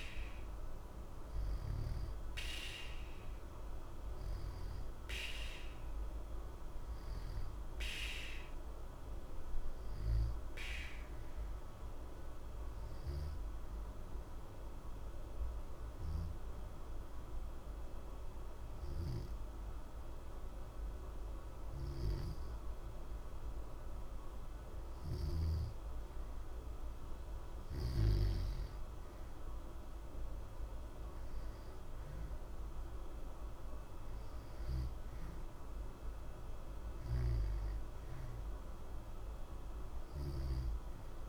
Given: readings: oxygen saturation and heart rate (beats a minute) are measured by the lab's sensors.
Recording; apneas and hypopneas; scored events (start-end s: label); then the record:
breathing in sleep by a room microphone; 1
0.00-24.50 s: oxygen desaturation (device-marked, oxygen 87% lowest, heart rate 60 extreme)
11.50-27.00 s: obstructive apnea (oxygen 92% before, 87% lowest, heart rate 61 before, 60 extreme, up 0 after)
31.00-35.00 s: arousal
From the record:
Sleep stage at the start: N2 (light sleep); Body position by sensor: on the back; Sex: male